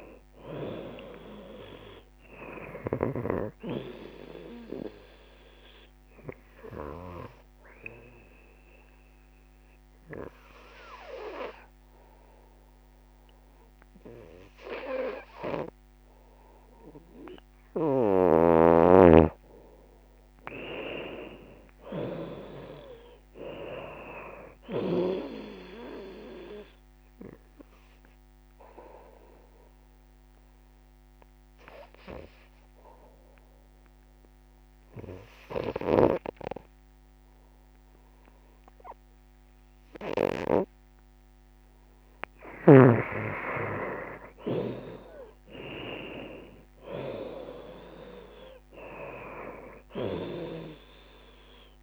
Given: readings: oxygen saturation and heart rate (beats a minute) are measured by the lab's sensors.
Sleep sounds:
breathing in sleep by a microphone on the trachea; 2
0.00-7.00 s: drop in pulse transit time (device-marked, heart rate 78 extreme)
0.00-17.00 s: oxygen desaturation (device-marked, oxygen 94% before, 85% lowest, heart rate 77 before, 63 extreme)
4.50-18.00 s: obstructive apnea (oxygen 94% before, 84% lowest, heart rate 79 before, 63 extreme, up 25 after)
18.50-23.00 s: arousal
19.00-30.00 s: drop in pulse transit time (device-marked, heart rate 77 before, 76 extreme)
22.00-40.00 s: oxygen desaturation (device-marked, oxygen 95% before, 86% lowest, heart rate 77 before, 63 extreme)
28.00-40.50 s: obstructive apnea (oxygen 95% before, 84% lowest, heart rate 77 before, 63 extreme, up 19 after)
42.00-45.50 s: arousal
42.00-51.83 s: oxygen desaturation (device-marked, oxygen 96% before, 84% lowest, heart rate 76 before, 62 extreme)
43.00-51.83 s: drop in pulse transit time (device-marked, heart rate 76 before, 76 extreme)
From the record:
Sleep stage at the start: N2 (light sleep); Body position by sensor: on the right side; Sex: female

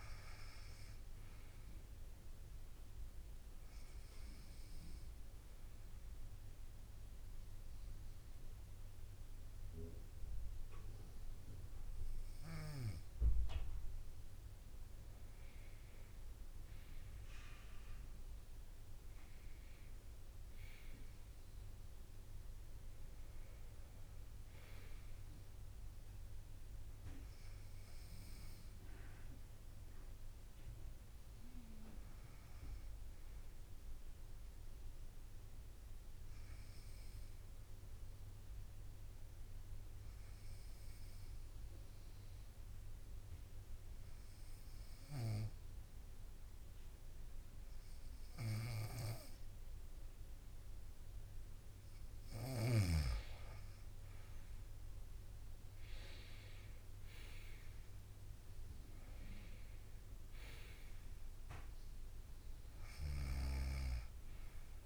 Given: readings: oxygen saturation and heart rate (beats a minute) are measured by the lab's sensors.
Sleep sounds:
breathing in sleep by a room microphone; 2
2.50-15.00 s: obstructive apnea (oxygen 94% before, 91% lowest, heart rate 69 before, 62 extreme, up 1 after)
16.50-20.50 s: arousal
35.50-50.50 s: hypopnea (oxygen 94% before, 91% lowest, heart rate 64 before, 62 extreme, up 5 after)
51.00-64.86 s: oxygen desaturation (device-marked, oxygen 94% before, 91% lowest, heart rate 64 before, 62 extreme)
55.00-58.50 s: arousal
62.50-64.86 s: snoring (device-marked)
From the record:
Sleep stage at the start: N2 (light sleep); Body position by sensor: on the right side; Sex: female

